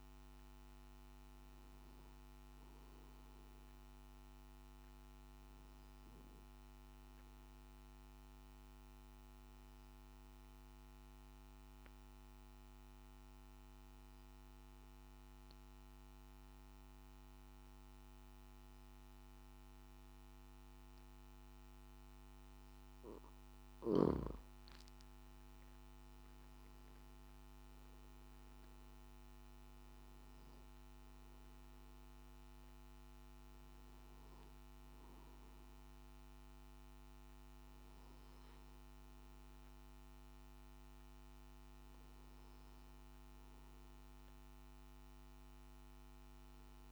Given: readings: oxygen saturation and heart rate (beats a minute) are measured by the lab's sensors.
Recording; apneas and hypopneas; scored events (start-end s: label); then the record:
breathing in sleep, hard to hear, by a microphone on the trachea; 1
6.50-21.50 s: obstructive apnea (oxygen 96% before, 91% lowest, heart rate 56 before, 51 extreme, up 8 after)
33.50-46.92 s: oxygen desaturation (device-marked, oxygen 97% before, 91% lowest, heart rate 55 before, 51 extreme)
36.50-46.92 s: new sleep stage, N2 (light sleep)
From the record:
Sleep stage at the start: N1 (lightest sleep); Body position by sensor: on the back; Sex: male